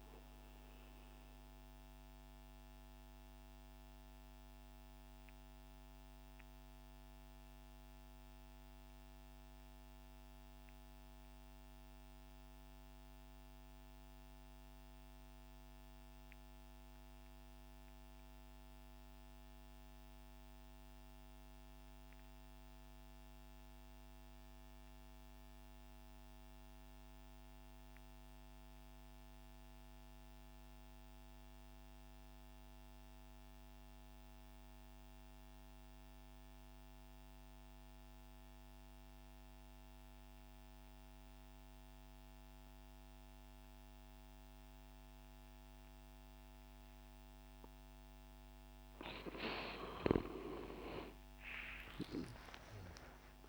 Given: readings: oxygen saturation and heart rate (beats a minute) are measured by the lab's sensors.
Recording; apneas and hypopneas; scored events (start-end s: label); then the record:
breathing in sleep by a microphone on the trachea; 1
0.00-16.50 s: oxygen desaturation (device-marked, oxygen 92% lowest)
1.00-48.00 s: mixed apnea (oxygen 98% before, 86% lowest)
33.50-53.49 s: oxygen desaturation (device-marked, oxygen 98% before, 86% lowest, heart rate 66 before, 79 extreme)
50.50-53.49 s: arousal
From the record:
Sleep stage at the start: N2 (light sleep); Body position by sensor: on the right side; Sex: male